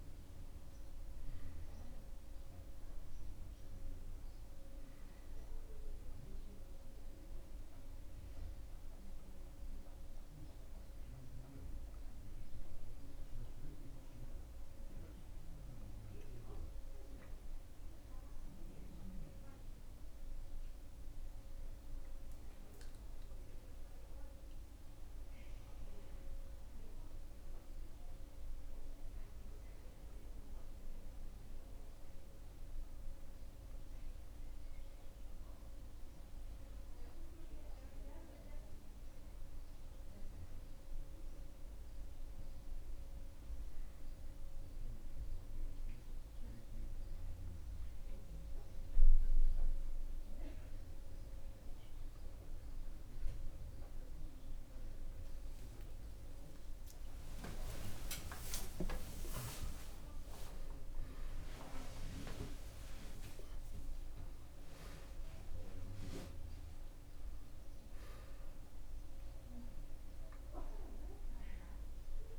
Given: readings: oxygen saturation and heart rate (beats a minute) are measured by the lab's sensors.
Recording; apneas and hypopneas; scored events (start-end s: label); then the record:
breathing in sleep by a room microphone; none
45.50-72.39 s: new sleep stage, N1 (lightest sleep)
55.50-61.50 s: arousal
From the record:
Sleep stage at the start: N2 (light sleep); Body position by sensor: on the back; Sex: male